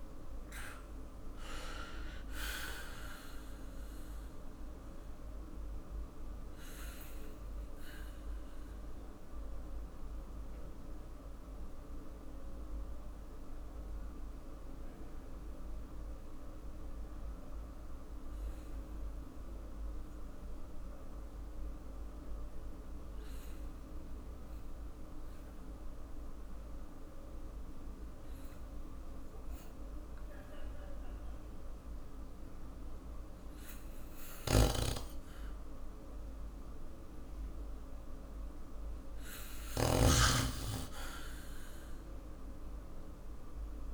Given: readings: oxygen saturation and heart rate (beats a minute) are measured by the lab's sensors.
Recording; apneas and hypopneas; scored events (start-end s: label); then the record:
breathing in sleep by a room microphone; 1
4.00-37.50 s: obstructive apnea (oxygen 97% before, 90% lowest, heart rate 54 before, 45 extreme, up 8 after)
26.50-40.50 s: oxygen desaturation (device-marked, oxygen 95% before, 90% lowest, heart rate 48 before, 49 extreme)
34.00-43.94 s: snoring (device-marked)
40.50-43.94 s: arousal
From the record:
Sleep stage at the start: N2 (light sleep); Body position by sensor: on the back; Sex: male